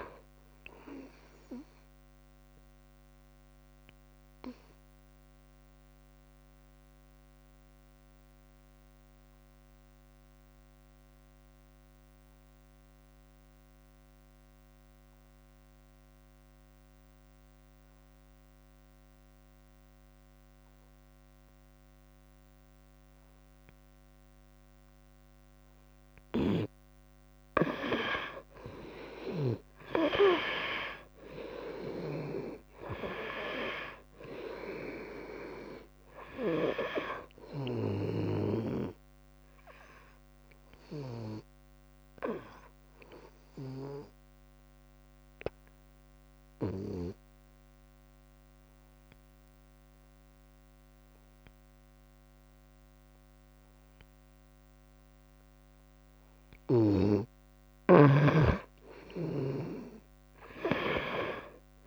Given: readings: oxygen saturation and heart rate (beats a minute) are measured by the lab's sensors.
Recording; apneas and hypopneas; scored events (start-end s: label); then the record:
breathing in sleep by a microphone on the trachea; 2
0.00-15.50 s: oxygen desaturation (device-marked, oxygen 89% lowest, heart rate 67 extreme)
2.00-26.50 s: obstructive apnea (oxygen 96% before, 87% lowest, heart rate 77 before, 64 extreme, up 3 after)
28.00-31.50 s: arousal
29.50-50.50 s: oxygen desaturation (device-marked, oxygen 97% before, 87% lowest, heart rate 69 before, 64 extreme)
41.00-56.50 s: obstructive apnea (oxygen 98% before, 87% lowest, heart rate 70 before, 69 extreme, up 4 after)
58.00-61.87 s: arousal
From the record:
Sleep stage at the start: N2 (light sleep); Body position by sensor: on the front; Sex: female